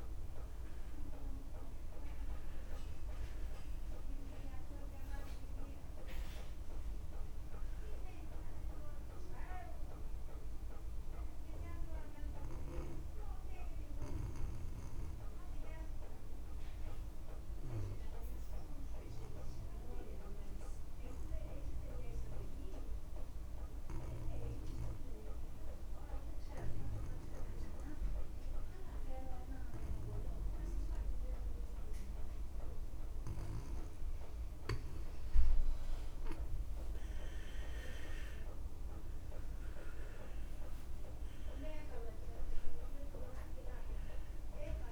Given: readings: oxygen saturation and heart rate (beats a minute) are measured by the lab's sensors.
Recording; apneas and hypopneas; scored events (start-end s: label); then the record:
breathing in sleep by a room microphone; 1
0.00-5.00 s: oxygen desaturation (device-marked, oxygen 89% lowest)
5.00-7.00 s: long interval between heartbeats (device-marked, heart rate 30 before, 29 extreme)
22.00-35.50 s: obstructive apnea (oxygen 93% before, 85% lowest)
28.50-30.50 s: long interval between heartbeats (device-marked)
35.00-37.00 s: long interval between heartbeats (device-marked)
37.50-41.50 s: arousal
38.00-44.92 s: oxygen desaturation (device-marked, oxygen 95% before, 85% lowest)
From the record:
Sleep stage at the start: N2 (light sleep); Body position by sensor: on the back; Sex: male